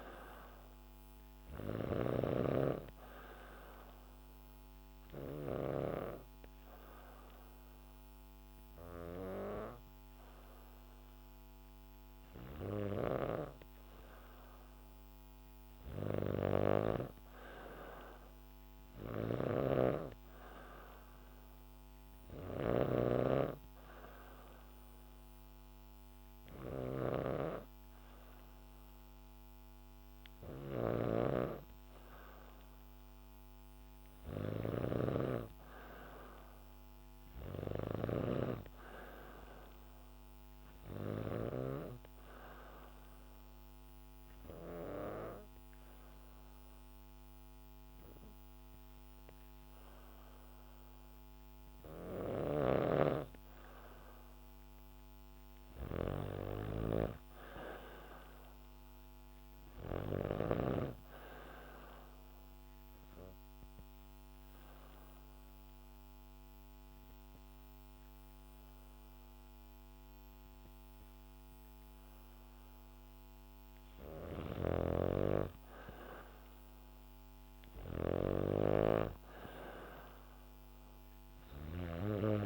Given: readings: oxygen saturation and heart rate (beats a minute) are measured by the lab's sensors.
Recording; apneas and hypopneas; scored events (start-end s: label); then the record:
breathing in sleep by a microphone on the trachea; 3
0.00-5.50 s: snoring (device-marked)
4.00-14.50 s: obstructive apnea (oxygen 95% before, 92% lowest, heart rate 72 before, 69 extreme, up 0 after)
15.50-41.00 s: snoring (device-marked)
17.50-22.00 s: arousal
43.00-54.00 s: obstructive apnea (oxygen 95% before, 92% lowest, heart rate 71 before, 66 extreme)
51.50-60.00 s: snoring (device-marked)
55.50-58.50 s: arousal
62.50-73.50 s: obstructive apnea (oxygen 95% before, 92% lowest, heart rate 71 before, 66 extreme, up 5 after)
74.00-81.50 s: snoring (device-marked)
75.50-79.00 s: arousal
80.50-82.46 s: oxygen desaturation (device-marked, oxygen 96% before, 93% lowest, heart rate 69 before, 64 extreme)
From the record:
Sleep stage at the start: N2 (light sleep); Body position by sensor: on the back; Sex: female